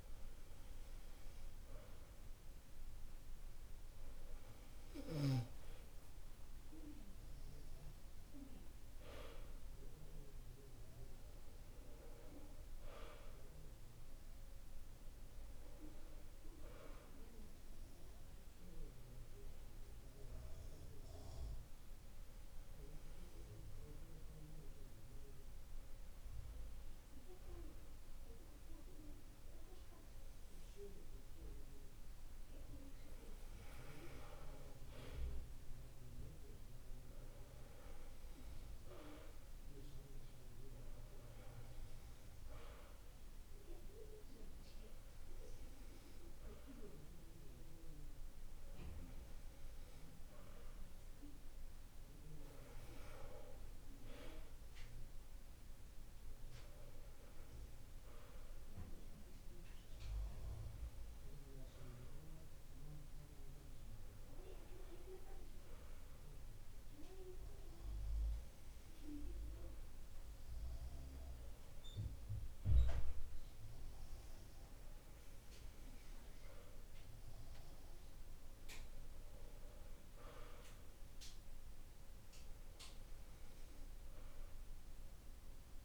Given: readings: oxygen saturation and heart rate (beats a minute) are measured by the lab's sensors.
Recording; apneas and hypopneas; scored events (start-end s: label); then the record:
breathing in sleep by a room microphone; 1
18.00-32.50 s: hypopnea (oxygen 94% before, 94% lowest, heart rate 50 before, 49 extreme, up 5 after)
35.00-38.00 s: arousal
From the record:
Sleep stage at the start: N2 (light sleep); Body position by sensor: on the back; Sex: male